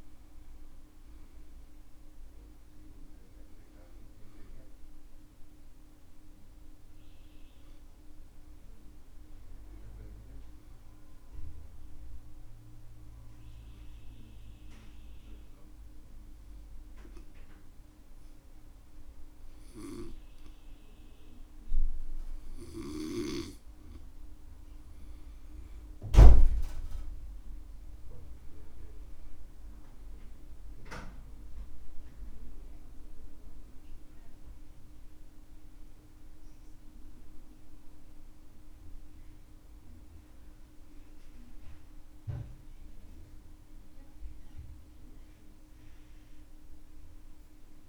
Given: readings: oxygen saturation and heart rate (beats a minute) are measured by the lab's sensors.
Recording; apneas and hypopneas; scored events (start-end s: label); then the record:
breathing in sleep by a room microphone; 1
6.50-23.00 s: obstructive apnea (oxygen 97% before, 91% lowest, heart rate 66 before, 62 extreme, up 8 after)
24.00-27.50 s: arousal
From the record:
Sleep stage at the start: N2 (light sleep); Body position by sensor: on the back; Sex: male